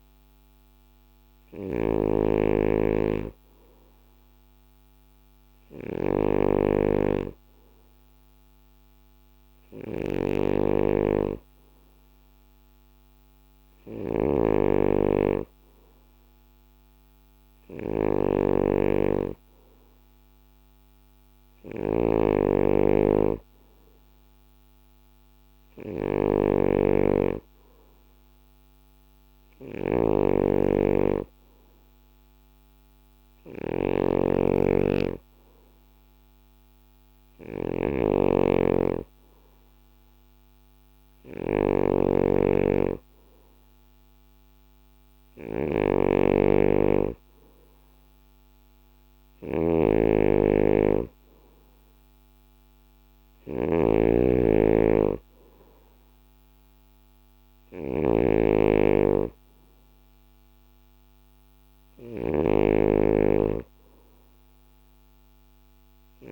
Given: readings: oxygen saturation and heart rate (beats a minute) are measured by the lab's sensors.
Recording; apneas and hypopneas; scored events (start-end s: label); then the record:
breathing in sleep by a microphone on the trachea; none
0.00-66.32 s: snoring (device-marked)
From the record:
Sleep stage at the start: N2 (light sleep); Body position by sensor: on the back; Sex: male